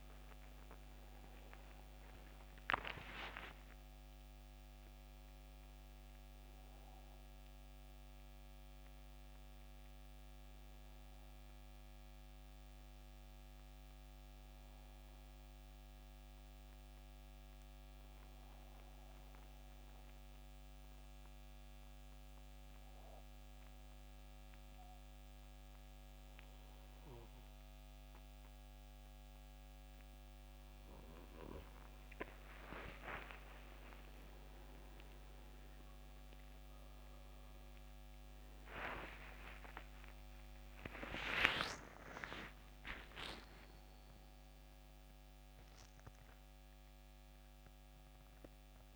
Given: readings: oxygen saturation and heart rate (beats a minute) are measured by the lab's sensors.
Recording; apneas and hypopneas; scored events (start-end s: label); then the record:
breathing in sleep by a microphone on the trachea; 1
0.00-2.00 s: arousal
10.00-25.00 s: oxygen desaturation (device-marked, oxygen 93% before, 89% lowest, heart rate 76 before, 66 extreme)
18.50-30.50 s: central apnea (oxygen 94% before, 87% lowest, heart rate 76 before, 66 extreme, up 30 after)
37.00-41.50 s: arousal
39.00-48.96 s: oxygen desaturation (device-marked, oxygen 94% before, 87% lowest, heart rate 70 before, 69 extreme)
From the record:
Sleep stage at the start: N2 (light sleep); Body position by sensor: on the back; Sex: male